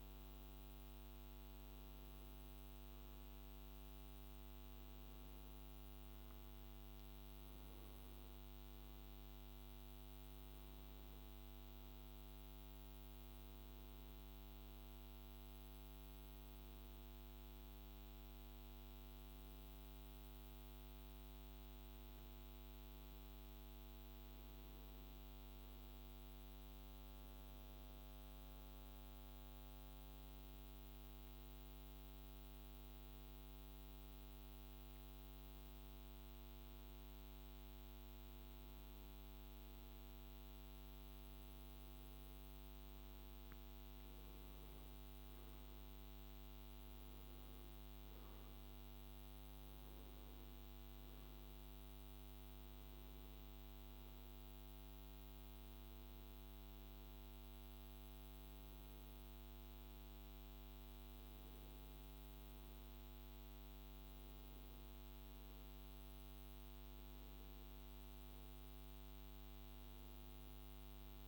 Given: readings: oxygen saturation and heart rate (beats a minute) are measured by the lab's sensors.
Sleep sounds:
breathing in sleep, hard to hear, by a microphone on the trachea; none
none scored
From the record:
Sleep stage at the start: N1 (lightest sleep); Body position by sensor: on the right side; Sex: male

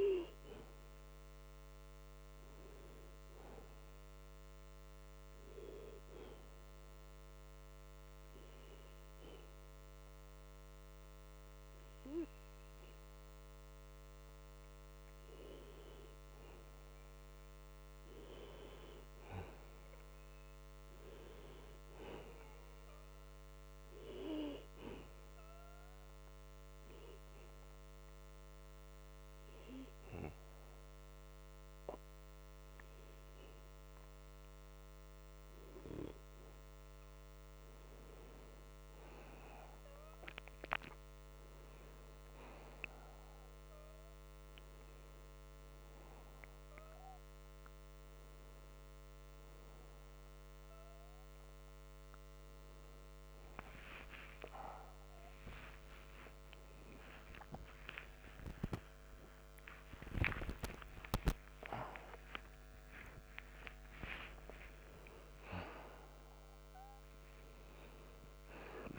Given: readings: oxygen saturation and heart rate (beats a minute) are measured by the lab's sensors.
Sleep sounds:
breathing in sleep by a microphone on the trachea; 2
6.50-16.50 s: obstructive apnea (oxygen 99% before, 93% lowest)
19.00-23.00 s: arousal
25.50-36.50 s: obstructive apnea (oxygen 99% before, 93% lowest)
36.50-49.50 s: oxygen desaturation (device-marked, oxygen 96% before, 93% lowest)
62.50-68.98 s: new sleep stage, awake
From the record:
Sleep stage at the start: N2 (light sleep); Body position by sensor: on the back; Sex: male

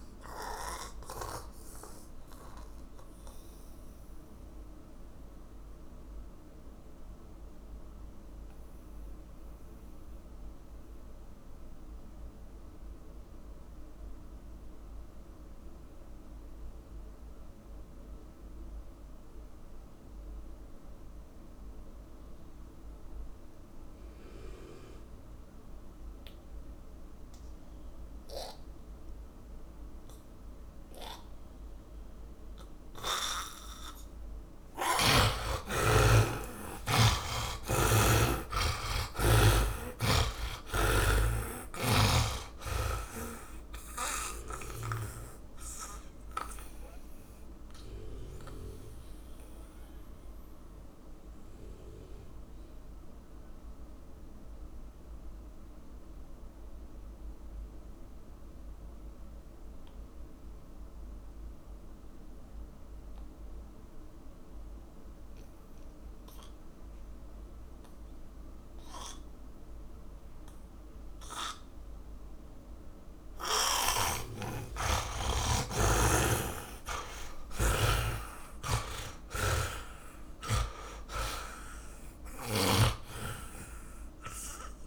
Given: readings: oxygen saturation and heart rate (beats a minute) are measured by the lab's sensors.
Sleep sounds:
breathing in sleep by a room microphone; 2
0.00-19.50 s: oxygen desaturation (device-marked, oxygen 77% lowest)
2.00-34.50 s: mixed apnea (oxygen 100% before, 77% lowest)
29.50-62.50 s: oxygen desaturation (device-marked, oxygen 100% before, 78% lowest)
36.50-41.00 s: arousal
46.00-74.50 s: mixed apnea (oxygen 100% before, 78% lowest)
70.50-76.50 s: tachycardia (device-marked, heart rate 34 before, 112 extreme)
75.00-79.50 s: arousal
76.50-83.00 s: snoring (device-marked)
76.50-84.87 s: oxygen desaturation (device-marked, oxygen 100% before, 80% lowest)
From the record:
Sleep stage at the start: N2 (light sleep); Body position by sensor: on the back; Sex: male

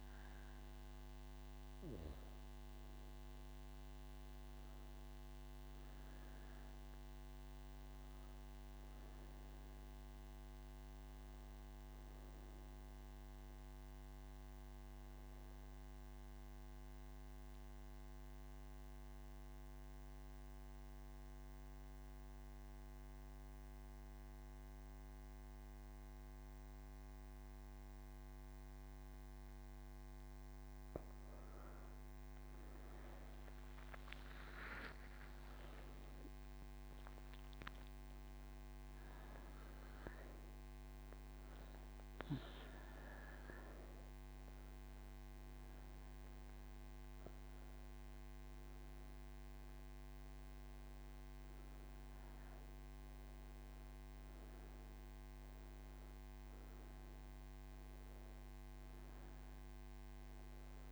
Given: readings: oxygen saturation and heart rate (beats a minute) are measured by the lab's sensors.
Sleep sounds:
breathing in sleep, hard to hear, by a microphone on the trachea; 1
15.50-31.00 s: mixed apnea (oxygen 98% before, 91% lowest)
From the record:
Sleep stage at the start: N3 (deep sleep); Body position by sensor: on the right side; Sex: female

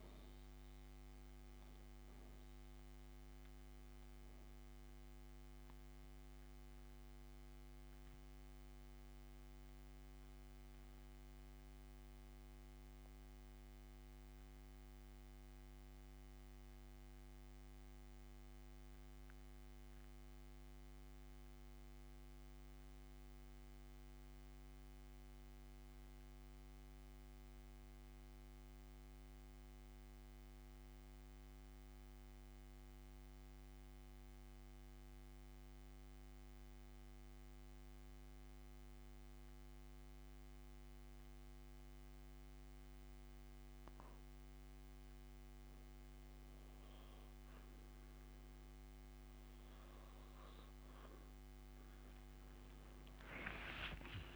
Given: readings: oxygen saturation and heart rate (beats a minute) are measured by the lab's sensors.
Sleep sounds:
breathing in sleep, hard to hear, by a microphone on the trachea; 1
7.00-47.50 s: mixed apnea (oxygen 95% before, 85% lowest, heart rate 51 before, 47 extreme, up 12 after)
17.50-41.50 s: oxygen desaturation (device-marked, oxygen 92% before, 85% lowest, heart rate 69 before, 47 extreme)
From the record:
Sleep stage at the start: N2 (light sleep); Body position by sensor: on the back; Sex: male

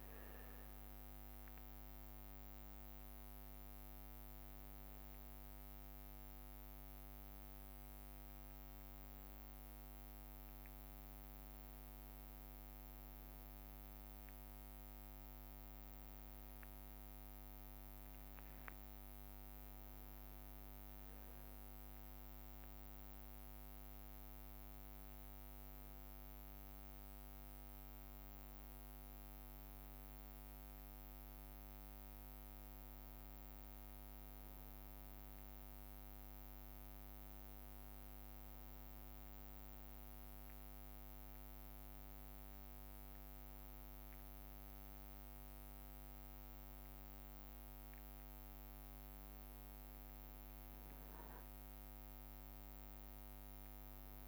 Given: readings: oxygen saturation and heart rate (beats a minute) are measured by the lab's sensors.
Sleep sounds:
breathing in sleep, hard to hear, by a microphone on the trachea; none
0.00-8.50 s: drop in pulse transit time (device-marked, heart rate 67 extreme)
2.50-9.50 s: leg movement (device-marked)
11.50-19.00 s: leg movement (device-marked)
18.50-39.50 s: tachycardia (device-marked, heart rate 70 before, 190 extreme)
19.00-22.00 s: leg movement (device-marked)
20.50-22.50 s: long interval between heartbeats (device-marked, heart rate 71 before, 100 extreme)
22.00-23.50 s: leg movement (device-marked)
23.50-25.50 s: long interval between heartbeats (device-marked, heart rate 75 before, 159 extreme)
24.50-38.50 s: drop in pulse transit time (device-marked, heart rate 79 before, 145 extreme)
26.00-28.00 s: long interval between heartbeats (device-marked, heart rate 85 before, 174 extreme)
29.00-34.50 s: leg movement (device-marked)
29.50-31.50 s: long interval between heartbeats (device-marked, heart rate 105 before, 145 extreme)
31.50-33.50 s: long interval between heartbeats (device-marked, heart rate 114 before, 152 extreme)
33.50-35.50 s: long interval between heartbeats (device-marked, heart rate 123 before, 169 extreme)
35.50-37.50 s: long interval between heartbeats (device-marked, heart rate 134 before, 164 extreme)
36.50-44.00 s: leg movement (device-marked)
40.00-42.00 s: long interval between heartbeats (device-marked, heart rate 154 before, 128 extreme)
46.50-52.50 s: leg movement (device-marked)
From the record:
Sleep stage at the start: N1 (lightest sleep); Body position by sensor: on the back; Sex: male

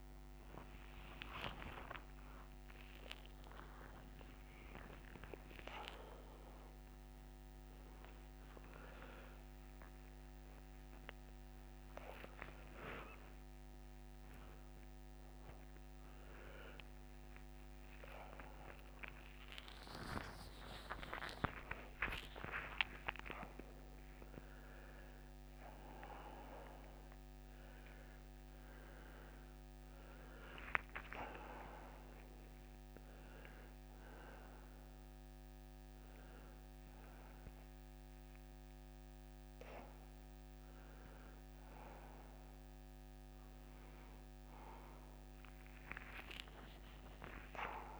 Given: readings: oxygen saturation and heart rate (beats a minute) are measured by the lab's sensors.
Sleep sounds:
a person awake in a sleep study, by a microphone on the trachea; none
2.50-48.00 s: new sleep stage, awake
21.50-37.50 s: oxygen desaturation (device-marked, oxygen 99% before, 93% lowest)
From the record:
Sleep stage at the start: N2 (light sleep); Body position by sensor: on the right side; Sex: male

